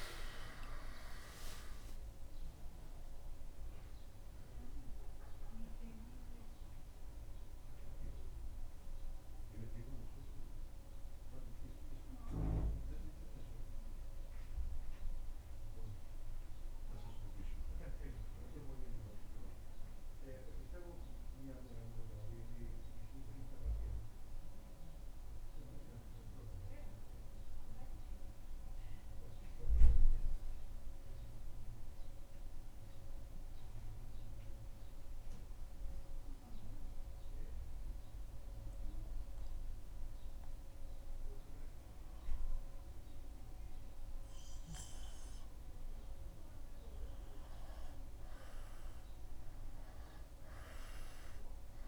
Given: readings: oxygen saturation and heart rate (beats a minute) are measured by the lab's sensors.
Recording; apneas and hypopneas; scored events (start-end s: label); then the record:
breathing in sleep by a room microphone; 1
0.00-6.50 s: arousal
13.50-46.00 s: mixed apnea (oxygen 98% before, 93% lowest, heart rate 75 before, 73 extreme, up 2 after)
48.50-51.88 s: arousal
From the record:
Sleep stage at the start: N2 (light sleep); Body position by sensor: on the back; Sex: male